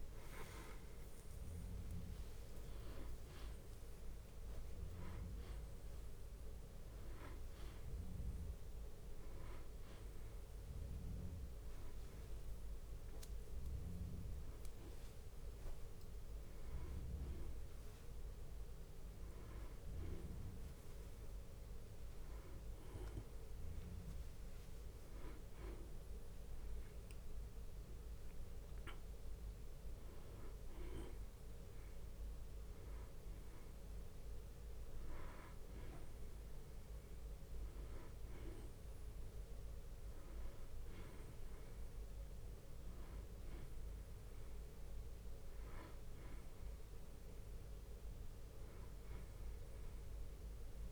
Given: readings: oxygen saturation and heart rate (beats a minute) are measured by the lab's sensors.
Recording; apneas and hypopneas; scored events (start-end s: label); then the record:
a person partly awake in a sleep study, hard to hear, by a room microphone; none
1.00-3.00 s: long interval between heartbeats (device-marked, heart rate 67 before, 45 extreme)
7.00-9.00 s: long interval between heartbeats (device-marked, heart rate 81 before, 88 extreme)
12.00-14.00 s: long interval between heartbeats (device-marked, heart rate 76 before, 89 extreme)
13.00-25.00 s: drop in pulse transit time (device-marked, heart rate 75 before, 77 extreme)
13.00-50.92 s: new sleep stage, N1 (lightest sleep)
15.00-17.00 s: long interval between heartbeats (device-marked, heart rate 75 before, 98 extreme)
17.00-19.00 s: long interval between heartbeats (device-marked, heart rate 77 before, 84 extreme)
21.00-27.00 s: tachycardia (device-marked, heart rate 65 before, 132 extreme)
21.50-23.50 s: long interval between heartbeats (device-marked, heart rate 84 before, 90 extreme)
25.50-27.50 s: long interval between heartbeats (device-marked, heart rate 92 before, 132 extreme)
36.00-38.00 s: long interval between heartbeats (device-marked, heart rate 91 before, 67 extreme)
39.50-41.50 s: long interval between heartbeats (device-marked, heart rate 86 before, 67 extreme)
41.50-43.50 s: long interval between heartbeats (device-marked, heart rate 85 before, 75 extreme)
48.50-50.50 s: long interval between heartbeats (device-marked, heart rate 73 before, 75 extreme)
From the record:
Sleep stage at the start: awake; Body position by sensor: on the back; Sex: male